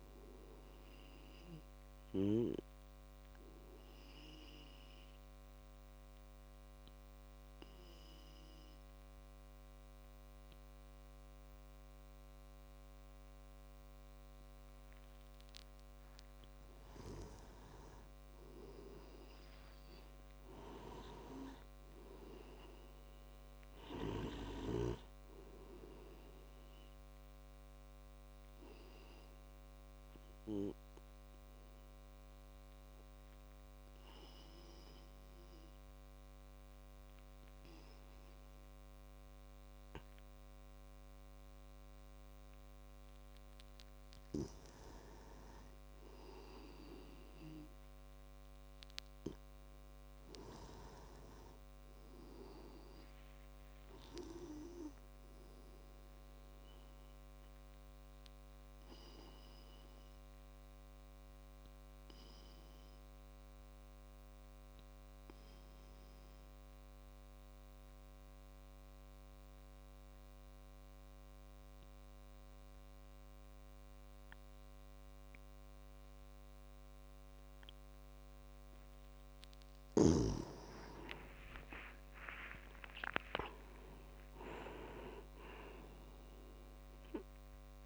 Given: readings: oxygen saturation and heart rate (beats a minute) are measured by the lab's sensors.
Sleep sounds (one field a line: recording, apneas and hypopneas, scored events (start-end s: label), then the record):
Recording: breathing in sleep by a microphone on the trachea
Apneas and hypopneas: 3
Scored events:
0.00-17.00 s: oxygen desaturation (device-marked, oxygen 92% lowest, heart rate 51 extreme)
3.50-16.50 s: obstructive apnea (oxygen 98% before, 92% lowest, heart rate 69 before, 51 extreme, up 30 after)
19.50-24.00 s: arousal
29.00-43.50 s: obstructive apnea (oxygen 97% before, 90% lowest, heart rate 62 before, 52 extreme, up 8 after)
31.00-43.00 s: oxygen desaturation (device-marked, oxygen 97% before, 93% lowest, heart rate 63 before, 52 extreme)
48.50-52.50 s: arousal
57.00-72.00 s: oxygen desaturation (device-marked, oxygen 97% before, 93% lowest, heart rate 57 before, 52 extreme)
57.50-78.00 s: obstructive apnea (oxygen 97% before, 90% lowest, heart rate 57 before, 52 extreme)
79.00-85.00 s: tachycardia (device-marked, heart rate 61 before, 122 extreme)
81.00-87.86 s: oxygen desaturation (device-marked, oxygen 97% before, 90% lowest, heart rate 54 before, 53 extreme)
81.50-86.00 s: arousal
From the record:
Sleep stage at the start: N2 (light sleep)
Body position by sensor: on the back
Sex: male